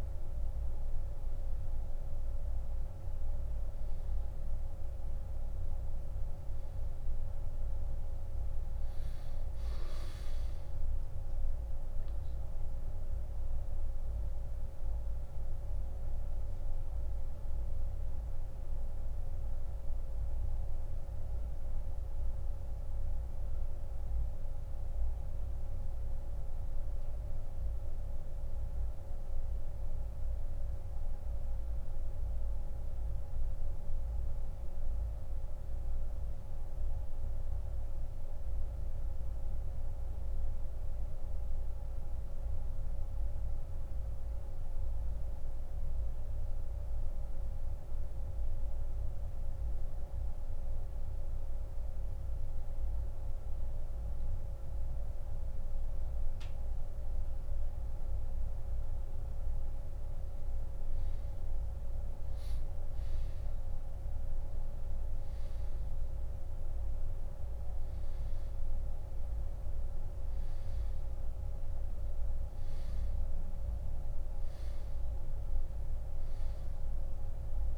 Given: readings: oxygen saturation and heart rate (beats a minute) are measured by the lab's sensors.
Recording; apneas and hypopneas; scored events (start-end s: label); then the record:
breathing in sleep, hard to hear, by a room microphone; 1
23.00-55.00 s: oxygen desaturation (device-marked, oxygen 95% before, 90% lowest)
25.00-53.50 s: central apnea (oxygen 97% before, 87% lowest)
57.50-62.50 s: arousal
From the record:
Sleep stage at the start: N2 (light sleep); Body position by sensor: on the back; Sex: male